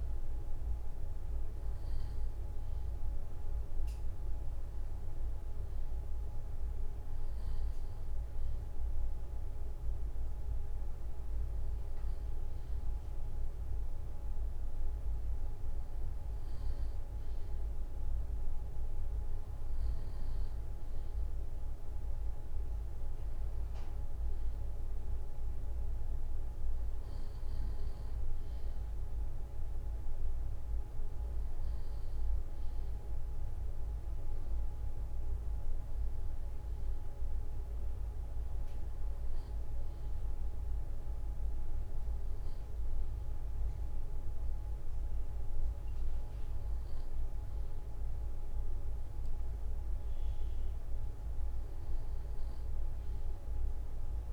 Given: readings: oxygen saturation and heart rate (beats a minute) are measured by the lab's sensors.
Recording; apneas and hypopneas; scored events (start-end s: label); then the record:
breathing in sleep, hard to hear, by a room microphone; none
none scored
From the record:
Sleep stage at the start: REM sleep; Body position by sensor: on the front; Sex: male